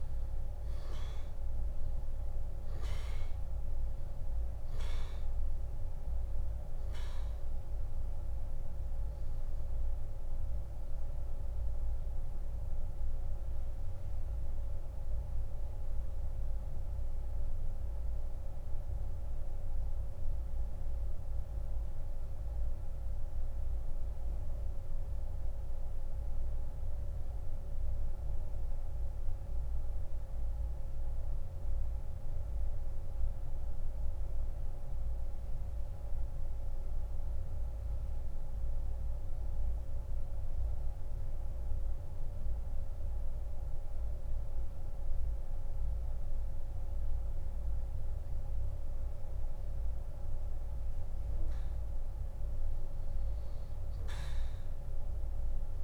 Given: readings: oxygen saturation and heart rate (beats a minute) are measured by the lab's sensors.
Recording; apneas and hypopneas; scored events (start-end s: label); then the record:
breathing in sleep, hard to hear, by a room microphone; 1
15.00-50.00 s: central apnea (oxygen 97% before, 87% lowest)
21.50-45.50 s: oxygen desaturation (device-marked, oxygen 94% before, 89% lowest)
From the record:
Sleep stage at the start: N2 (light sleep); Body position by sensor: on the back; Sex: male